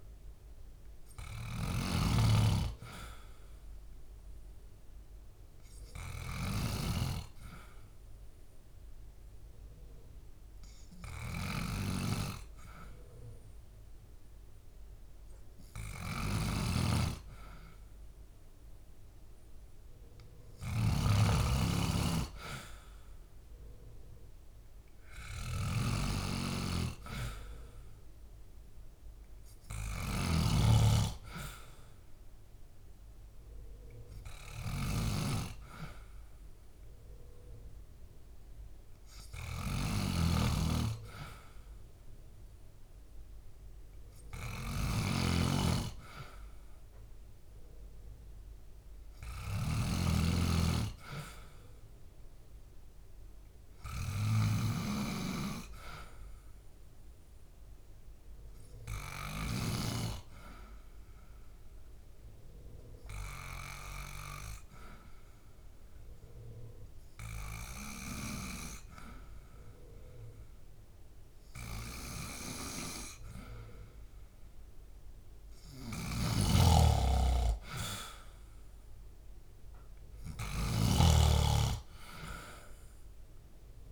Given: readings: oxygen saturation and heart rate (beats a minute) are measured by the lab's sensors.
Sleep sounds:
breathing in sleep by a room microphone; 1
0.00-2.00 s: snoring (device-marked)
30.00-50.00 s: oxygen desaturation (device-marked, oxygen 96% before, 92% lowest, heart rate 71 before, 71 extreme)
39.50-49.50 s: snoring (device-marked)
53.00-56.00 s: arousal
59.50-71.50 s: hypopnea (oxygen 96% before, 91% lowest, heart rate 73 before, 70 extreme, up 1 after)
76.00-83.92 s: snoring (device-marked)
77.50-82.00 s: arousal
From the record:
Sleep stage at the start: N2 (light sleep); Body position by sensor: on the back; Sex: male

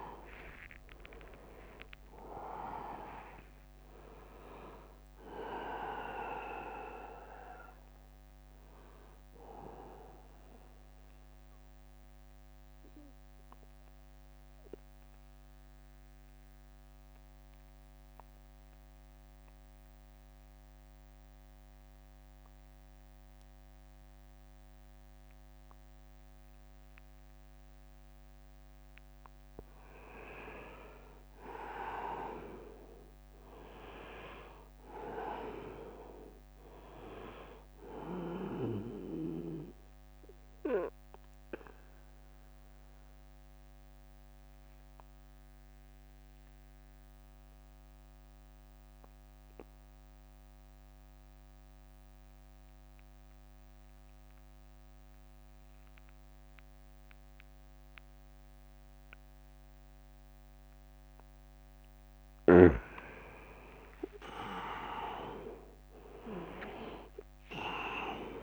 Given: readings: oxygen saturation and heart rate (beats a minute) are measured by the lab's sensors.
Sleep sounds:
breathing in sleep by a microphone on the trachea; 2
0.00-2.50 s: drop in pulse transit time (device-marked, heart rate 74 extreme)
0.00-19.50 s: oxygen desaturation (device-marked, oxygen 88% lowest, heart rate 71 extreme)
5.00-7.00 s: long interval between heartbeats (device-marked, heart rate 78 before, 73 extreme)
9.50-27.50 s: obstructive apnea (oxygen 100% before, 87% lowest, heart rate 76 before, 71 extreme, up 9 after)
30.00-33.50 s: arousal
34.50-48.50 s: drop in pulse transit time (device-marked, heart rate 79 before, 75 extreme)
34.50-54.50 s: oxygen desaturation (device-marked, oxygen 100% before, 90% lowest, heart rate 79 before, 75 extreme)
41.00-60.50 s: obstructive apnea (oxygen 100% before, 87% lowest, heart rate 77 before, 76 extreme, up 3 after)
43.00-45.00 s: long interval between heartbeats (device-marked, heart rate 78 before, 75 extreme)
63.00-67.50 s: arousal
65.50-68.43 s: drop in pulse transit time (device-marked, heart rate 82 before, 77 extreme)
66.50-68.43 s: oxygen desaturation (device-marked, oxygen 99% before, 87% lowest, heart rate 82 before, 67 extreme)
From the record:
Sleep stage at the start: N2 (light sleep); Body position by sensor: on the back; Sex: male

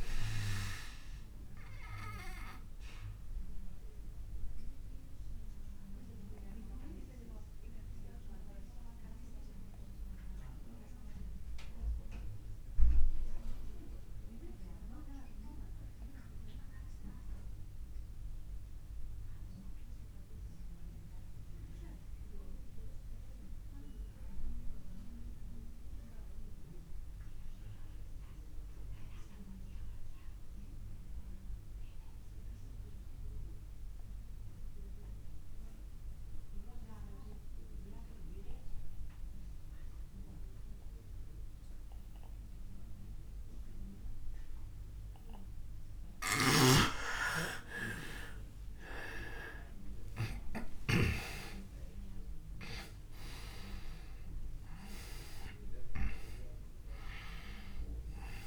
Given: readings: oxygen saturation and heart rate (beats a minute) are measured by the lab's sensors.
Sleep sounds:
breathing in sleep by a room microphone; 1
0.00-19.50 s: oxygen desaturation (device-marked, oxygen 88% lowest, heart rate 27 extreme)
2.00-45.00 s: obstructive apnea (oxygen 99% before, 82% lowest)
38.50-58.47 s: oxygen desaturation (device-marked, oxygen 99% before, 82% lowest)
46.00-51.00 s: snoring (device-marked)
50.50-54.50 s: arousal
From the record:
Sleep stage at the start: N2 (light sleep); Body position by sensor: on the back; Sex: male

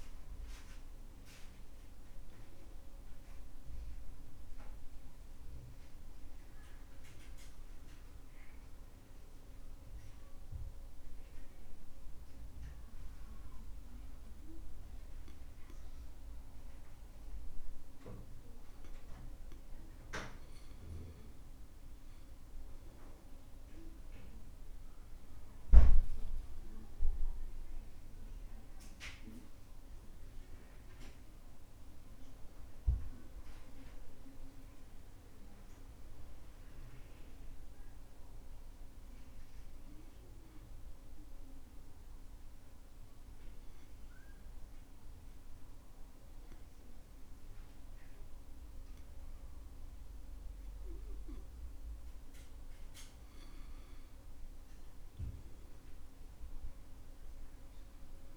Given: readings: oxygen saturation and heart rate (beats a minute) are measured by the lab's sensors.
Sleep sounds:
breathing in sleep, hard to hear, by a room microphone; 2
0.00-10.50 s: oxygen desaturation (device-marked, oxygen 89% lowest, heart rate 64 extreme)
1.50-5.50 s: arousal
8.50-20.00 s: obstructive apnea (oxygen 94% before, 91% lowest, heart rate 69 before, 64 extreme, up 9 after)
21.50-27.00 s: arousal
25.50-55.50 s: oxygen desaturation (device-marked, oxygen 97% before, 91% lowest, heart rate 66 before, 65 extreme)
41.00-53.50 s: obstructive apnea (oxygen 97% before, 90% lowest, heart rate 70 before, 65 extreme, up 8 after)
55.00-58.37 s: arousal
From the record:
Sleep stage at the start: N2 (light sleep); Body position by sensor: on the back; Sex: male

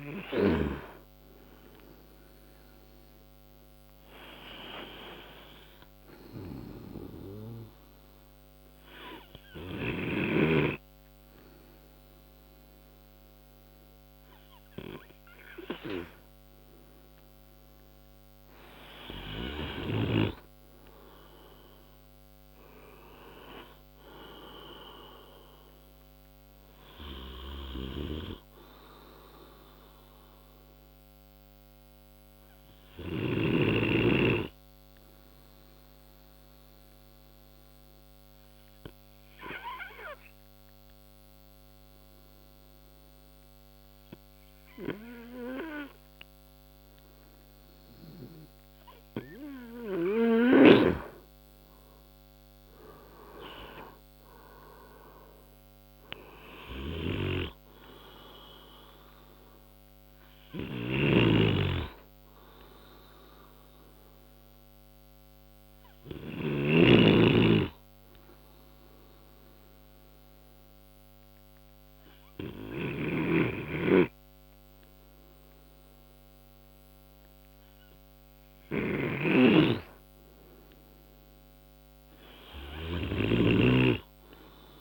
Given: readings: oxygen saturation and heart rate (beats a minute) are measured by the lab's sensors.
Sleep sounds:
breathing in sleep by a microphone on the trachea; 3
0.00-9.50 s: oxygen desaturation (device-marked, oxygen 91% lowest, heart rate 49 extreme)
7.50-18.00 s: obstructive apnea (oxygen 97% before, 88% lowest, heart rate 50 before, 53 extreme, up 30 after)
18.50-21.00 s: arousal
26.00-49.50 s: obstructive apnea (oxygen 95% before, 88% lowest, heart rate 69 before, 58 extreme, up 26 after)
30.50-45.50 s: oxygen desaturation (device-marked, oxygen 96% before, 91% lowest, heart rate 67 before, 60 extreme)
53.00-57.50 s: arousal
58.50-78.50 s: oxygen desaturation (device-marked, oxygen 95% before, 88% lowest, heart rate 69 before, 58 extreme)
64.00-79.50 s: obstructive apnea (oxygen 96% before, 88% lowest, heart rate 73 before, 58 extreme, up 16 after)
80.50-84.50 s: arousal
From the record:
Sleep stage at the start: N2 (light sleep); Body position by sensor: on the right side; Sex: male

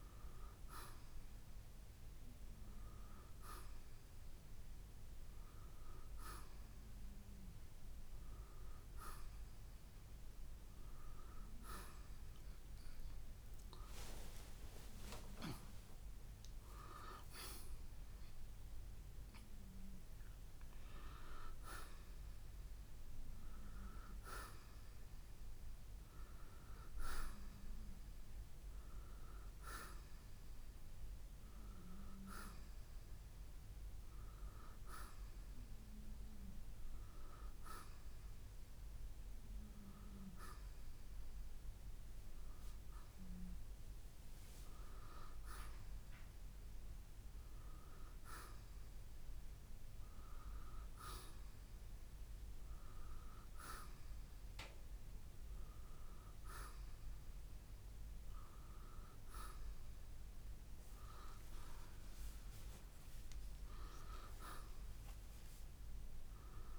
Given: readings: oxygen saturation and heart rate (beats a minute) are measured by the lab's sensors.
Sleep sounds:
breathing in sleep by a room microphone; none
14.00-19.00 s: arousal
From the record:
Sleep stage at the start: N1 (lightest sleep); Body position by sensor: on the right side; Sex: male

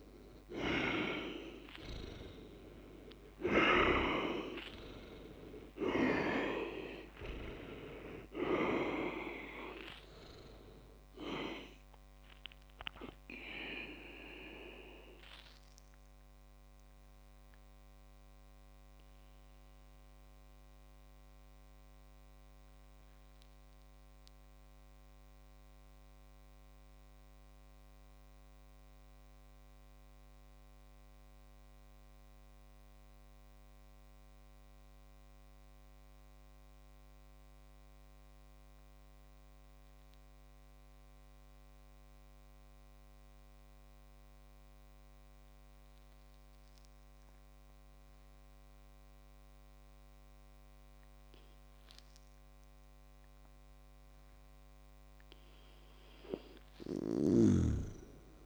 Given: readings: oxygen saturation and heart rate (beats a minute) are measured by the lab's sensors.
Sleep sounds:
breathing in sleep by a microphone on the trachea; 1
2.00-7.50 s: arousal
14.50-54.00 s: mixed apnea (oxygen 99% before, 95% lowest, heart rate 64 before, 26 extreme, up 30 after)
56.50-58.46 s: snoring (device-marked)
From the record:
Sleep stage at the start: N2 (light sleep); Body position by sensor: on the back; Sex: male

